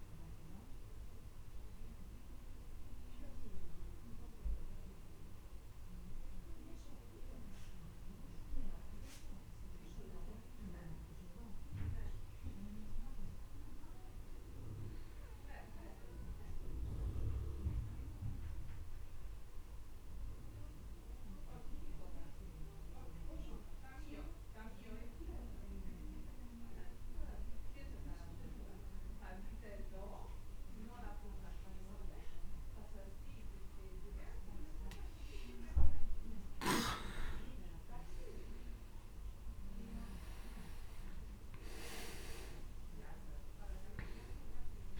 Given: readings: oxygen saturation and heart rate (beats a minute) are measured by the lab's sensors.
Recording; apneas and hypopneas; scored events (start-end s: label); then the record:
breathing in sleep by a room microphone; 1
0.00-4.00 s: oxygen desaturation (device-marked, oxygen 94% lowest, heart rate 28 extreme)
12.50-15.00 s: arousal
18.00-35.00 s: obstructive apnea (oxygen 99% before, 92% lowest, heart rate 42 before, 31 extreme, up 42 after)
33.00-45.00 s: oxygen desaturation (device-marked, oxygen 98% before, 92% lowest, heart rate 41 before, 29 extreme)
36.00-45.00 s: new sleep stage, N1 (lightest sleep)
36.50-40.00 s: arousal
From the record:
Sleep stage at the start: N2 (light sleep); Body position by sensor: on the back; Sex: male